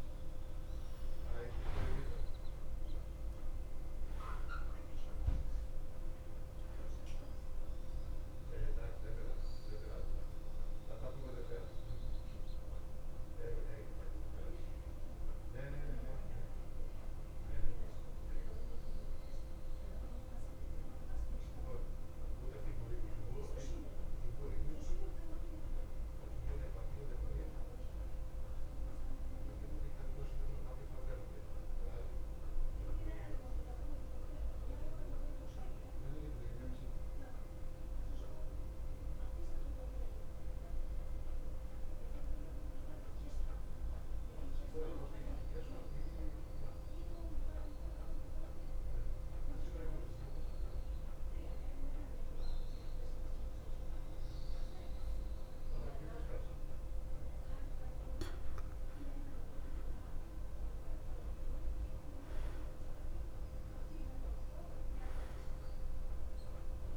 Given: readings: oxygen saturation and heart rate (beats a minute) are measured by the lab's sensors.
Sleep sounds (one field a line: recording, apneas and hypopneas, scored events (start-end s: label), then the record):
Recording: breathing in sleep by a room microphone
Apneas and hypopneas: 1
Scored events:
0.00-36.00 s: oxygen desaturation (device-marked, oxygen 88% lowest, heart rate 52 extreme)
14.50-56.50 s: mixed apnea (oxygen 96% before, 88% lowest, heart rate 60 before, 52 extreme, up 2 after)
35.00-66.97 s: new sleep stage, N2 (light sleep)
59.50-64.00 s: arousal
60.00-66.97 s: oxygen desaturation (device-marked, oxygen 98% before, 88% lowest, heart rate 54 before, 52 extreme)
From the record:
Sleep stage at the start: REM sleep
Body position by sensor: on the back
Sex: male